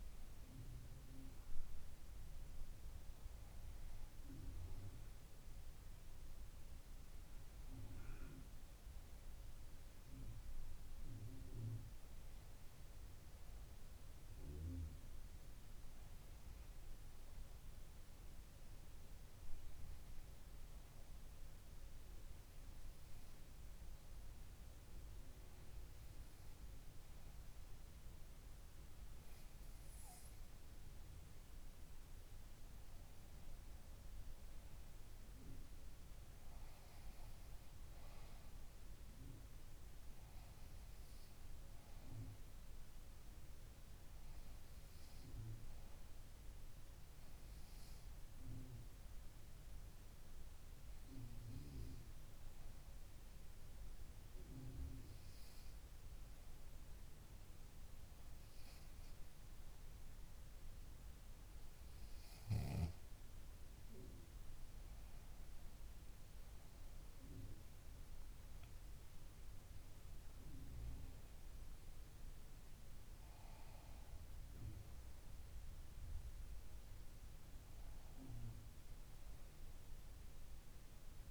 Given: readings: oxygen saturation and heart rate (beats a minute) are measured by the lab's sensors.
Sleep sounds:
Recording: breathing in sleep, hard to hear, by a room microphone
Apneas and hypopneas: 2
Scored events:
20.00-33.00 s: hypopnea (oxygen 97% before, 94% lowest, heart rate 67 before, 69 extreme, up 2 after)
34.50-38.00 s: arousal
49.00-63.50 s: hypopnea (oxygen 96% before, 94% lowest, heart rate 70 before, 68 extreme, up 6 after)
65.50-69.50 s: arousal
71.00-81.31 s: new sleep stage, N1 (lightest sleep)
From the record:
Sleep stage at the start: N2 (light sleep)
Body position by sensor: on the back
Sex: female

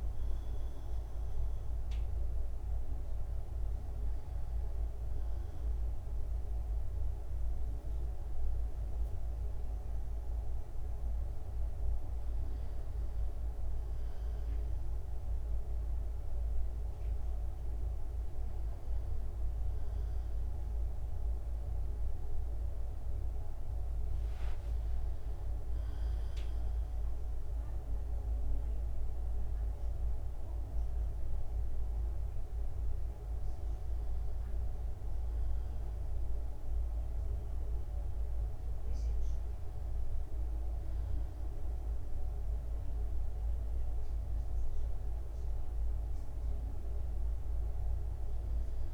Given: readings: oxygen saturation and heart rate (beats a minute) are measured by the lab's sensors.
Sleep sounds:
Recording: a person partly awake in a sleep study, hard to hear, by a room microphone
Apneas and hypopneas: none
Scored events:
20.00-48.94 s: new sleep stage, N1 (lightest sleep)
From the record:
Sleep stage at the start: awake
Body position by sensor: on the back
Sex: male

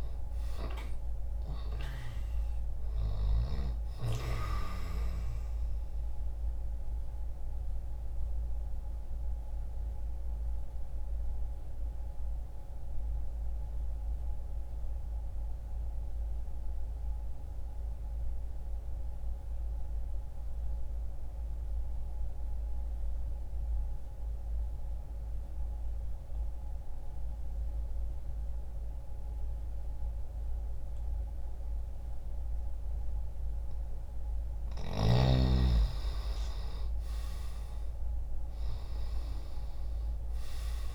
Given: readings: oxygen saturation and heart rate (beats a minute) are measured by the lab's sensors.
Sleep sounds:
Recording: breathing in sleep by a room microphone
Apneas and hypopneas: 1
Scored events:
5.50-32.50 s: mixed apnea (oxygen 97% before, 89% lowest, heart rate 60 before, 60 extreme, up 0 after)
19.50-29.50 s: oxygen desaturation (device-marked, oxygen 95% before, 90% lowest, heart rate 60 before, 60 extreme)
34.00-38.00 s: arousal
35.50-40.95 s: oxygen desaturation (device-marked, oxygen 97% before, 91% lowest, heart rate 60 before, 60 extreme)
From the record:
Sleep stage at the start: N2 (light sleep)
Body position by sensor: on the back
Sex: male

